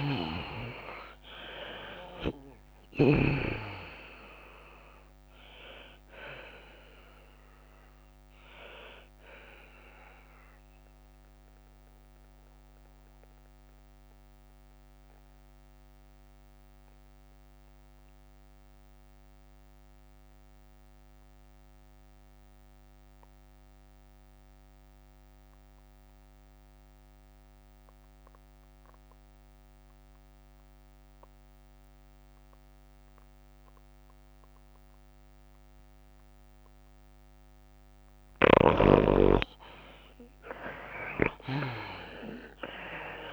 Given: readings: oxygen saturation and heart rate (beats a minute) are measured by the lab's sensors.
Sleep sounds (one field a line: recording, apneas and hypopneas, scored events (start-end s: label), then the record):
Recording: breathing in sleep by a microphone on the trachea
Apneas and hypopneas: 1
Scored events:
0.00-1.50 s: arousal
0.00-4.00 s: snoring (device-marked)
0.00-12.50 s: tachycardia (device-marked, heart rate 104 extreme)
0.00-24.50 s: oxygen desaturation (device-marked, oxygen 82% lowest, heart rate 94 extreme)
3.50-17.50 s: drop in pulse transit time (device-marked, heart rate 97 before, 100 extreme)
12.00-38.50 s: mixed apnea (oxygen 98% before, 79% lowest, heart rate 100 before, 94 extreme, up 8 after)
36.50-43.33 s: oxygen desaturation (device-marked, oxygen 98% before, 79% lowest, heart rate 97 before, 95 extreme)
39.00-43.33 s: snoring (device-marked)
41.50-43.33 s: arousal
41.50-43.33 s: tachycardia (device-marked, heart rate 102 before, 108 extreme)
From the record:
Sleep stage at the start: N2 (light sleep)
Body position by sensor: on the left side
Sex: female